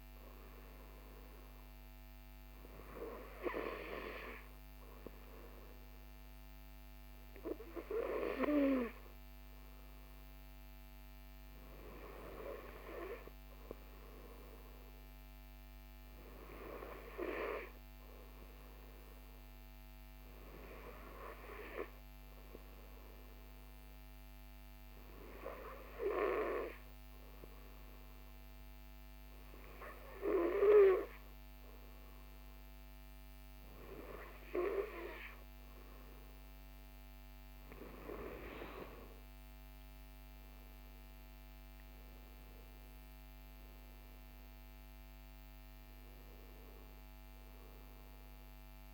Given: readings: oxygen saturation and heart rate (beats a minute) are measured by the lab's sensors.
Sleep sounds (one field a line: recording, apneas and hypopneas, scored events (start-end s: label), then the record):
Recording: breathing in sleep by a microphone on the trachea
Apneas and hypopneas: none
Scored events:
36.50-42.00 s: arousal
From the record:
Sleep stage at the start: N2 (light sleep)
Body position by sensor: on the right side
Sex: male